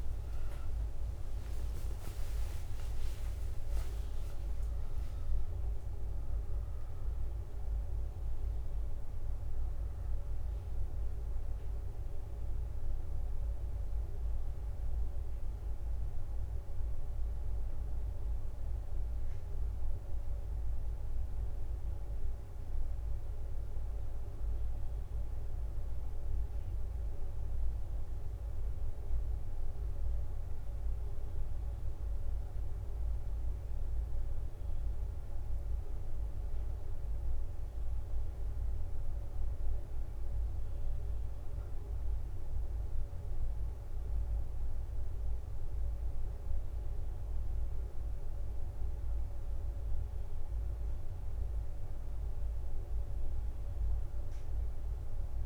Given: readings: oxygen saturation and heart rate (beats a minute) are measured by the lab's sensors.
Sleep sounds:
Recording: a person awake in a sleep study, hard to hear, by a room microphone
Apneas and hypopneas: none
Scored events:
0.00-13.00 s: drop in pulse transit time (device-marked, heart rate 83 extreme)
31.00-32.00 s: leg movement (device-marked)
35.00-38.50 s: leg movement (device-marked)
40.00-55.46 s: new sleep stage, N1 (lightest sleep)
From the record:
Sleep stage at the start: awake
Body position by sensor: on the back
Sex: female

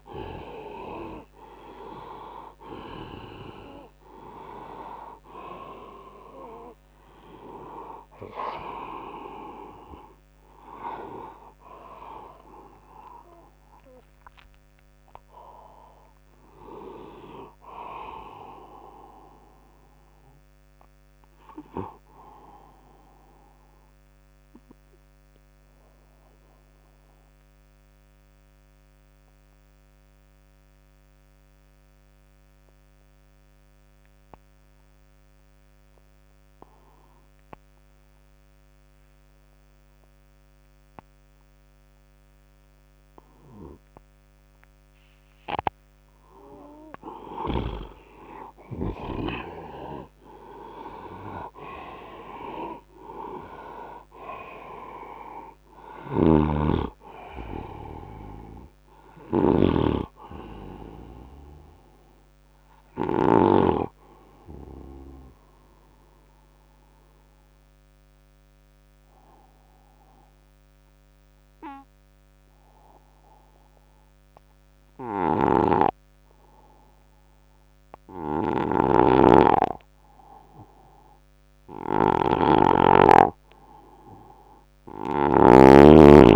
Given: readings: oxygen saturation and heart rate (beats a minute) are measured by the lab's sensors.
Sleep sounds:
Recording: breathing in sleep by a microphone on the trachea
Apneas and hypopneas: 2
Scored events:
0.00-24.50 s: oxygen desaturation (device-marked, oxygen 89% lowest, heart rate 69 extreme)
16.00-19.00 s: arousal
21.50-46.00 s: obstructive apnea (oxygen 97% before, 89% lowest, heart rate 80 before, 69 extreme, up 11 after)
43.50-77.50 s: oxygen desaturation (device-marked, oxygen 98% before, 89% lowest, heart rate 74 before, 67 extreme)
48.00-52.00 s: arousal
55.50-63.00 s: snoring (device-marked)
64.50-82.00 s: obstructive apnea (oxygen 98% before, 89% lowest, heart rate 79 before, 67 extreme, up 11 after)
75.00-86.36 s: snoring (device-marked)
From the record:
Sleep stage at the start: N2 (light sleep)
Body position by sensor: on the right side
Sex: male

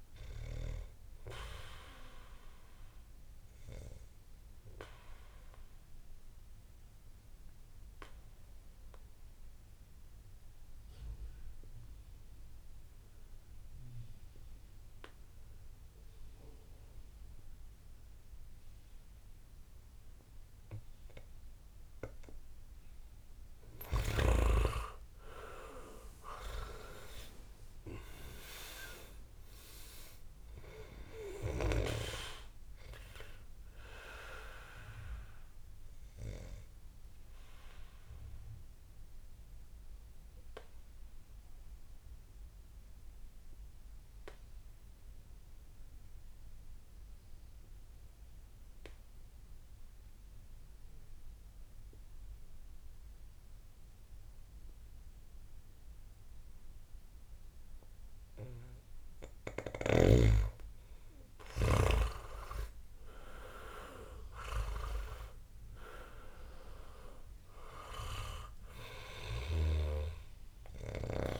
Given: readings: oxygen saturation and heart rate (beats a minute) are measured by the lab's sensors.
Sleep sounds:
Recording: breathing in sleep by a room microphone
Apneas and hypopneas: 2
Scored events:
0.00-17.00 s: oxygen desaturation (device-marked, oxygen 88% lowest, heart rate 55 extreme)
2.50-23.50 s: obstructive apnea (oxygen 99% before, 86% lowest, heart rate 71 before, 53 extreme, up 15 after)
22.00-47.00 s: oxygen desaturation (device-marked, oxygen 99% before, 86% lowest, heart rate 60 before, 53 extreme)
24.00-27.00 s: arousal
35.00-58.00 s: obstructive apnea (oxygen 99% before, 85% lowest, heart rate 68 before, 53 extreme, up 12 after)
62.00-65.50 s: arousal
67.00-71.40 s: oxygen desaturation (device-marked, oxygen 99% before, 85% lowest, heart rate 63 before, 56 extreme)
From the record:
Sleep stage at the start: N2 (light sleep)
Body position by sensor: on the back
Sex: male

